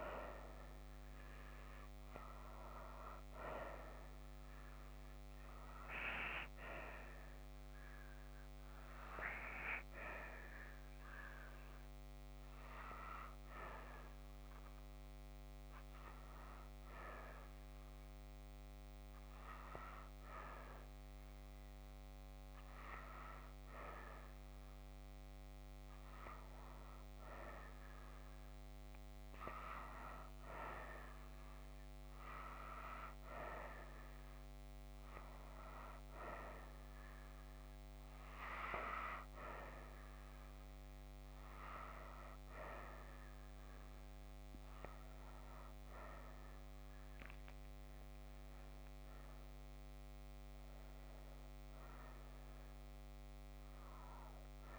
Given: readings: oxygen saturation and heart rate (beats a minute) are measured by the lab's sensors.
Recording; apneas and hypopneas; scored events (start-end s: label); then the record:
breathing in sleep by a microphone on the trachea; 1
0.00-3.50 s: arousal
8.00-30.00 s: oxygen desaturation (device-marked, oxygen 95% before, 89% lowest)
10.50-23.00 s: hypopnea (oxygen 95% before, 89% lowest)
28.50-33.00 s: arousal
49.00-53.50 s: arousal
From the record:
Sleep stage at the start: N2 (light sleep); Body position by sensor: on the back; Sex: female